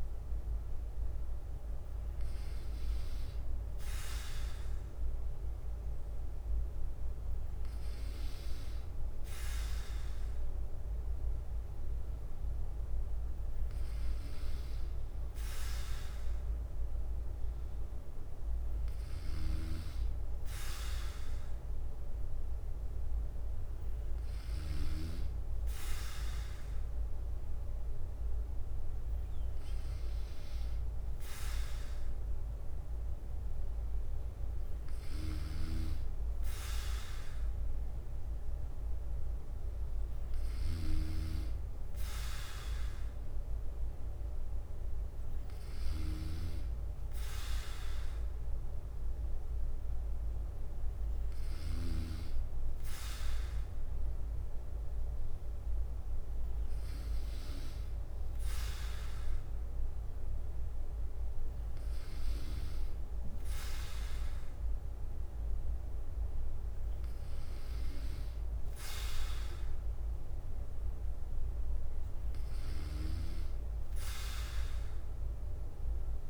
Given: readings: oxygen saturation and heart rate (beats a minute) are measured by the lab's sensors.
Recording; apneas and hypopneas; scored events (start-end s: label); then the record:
breathing in sleep by a room microphone; none
0.00-15.50 s: bradycardia (device-marked, heart rate 57 extreme)
17.50-36.50 s: bradycardia (device-marked, heart rate 58 before, 58 extreme)
40.50-48.50 s: bradycardia (device-marked, heart rate 58 before, 59 extreme)
55.50-59.50 s: bradycardia (device-marked, heart rate 58 before, 59 extreme)
60.50-66.50 s: bradycardia (device-marked, heart rate 58 before, 58 extreme)
From the record:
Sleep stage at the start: N3 (deep sleep); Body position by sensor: on the back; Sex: male